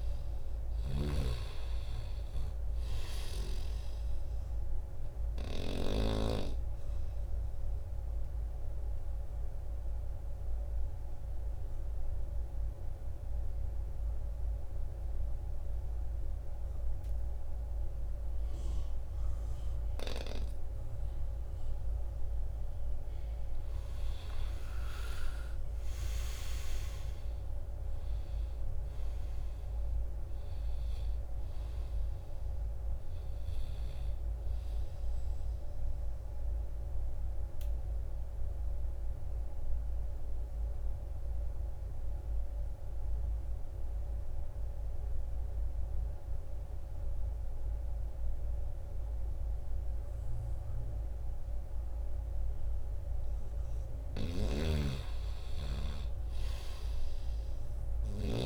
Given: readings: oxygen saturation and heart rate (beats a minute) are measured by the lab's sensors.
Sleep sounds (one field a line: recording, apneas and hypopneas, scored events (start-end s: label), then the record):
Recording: breathing in sleep by a room microphone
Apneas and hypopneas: 2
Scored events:
0.00-4.00 s: arousal
0.00-6.00 s: snoring (device-marked)
2.50-18.50 s: oxygen desaturation (device-marked, oxygen 95% before, 90% lowest, heart rate 78 before, 78 extreme)
8.00-23.00 s: obstructive apnea (oxygen 97% before, 89% lowest, heart rate 77 before, 78 extreme, up 5 after)
20.50-51.50 s: oxygen desaturation (device-marked, oxygen 97% before, 89% lowest, heart rate 78 before, 77 extreme)
24.50-28.50 s: arousal
36.50-53.50 s: obstructive apnea (oxygen 97% before, 89% lowest, heart rate 81 before, 77 extreme, up 0 after)
54.00-58.46 s: snoring (device-marked)
55.50-58.46 s: arousal
From the record:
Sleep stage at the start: N2 (light sleep)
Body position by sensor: on the back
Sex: male